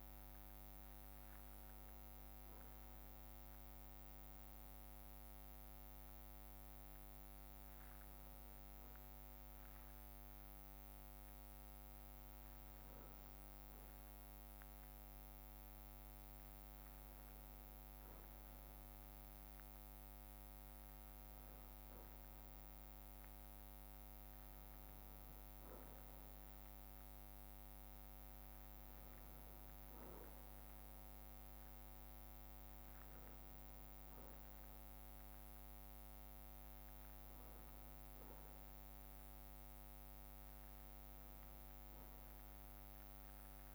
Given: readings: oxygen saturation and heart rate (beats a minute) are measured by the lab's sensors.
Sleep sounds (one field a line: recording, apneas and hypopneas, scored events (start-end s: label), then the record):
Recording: breathing in sleep, hard to hear, by a microphone on the trachea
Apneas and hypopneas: none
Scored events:
none scored
From the record:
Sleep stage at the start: N1 (lightest sleep)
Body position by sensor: on the back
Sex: male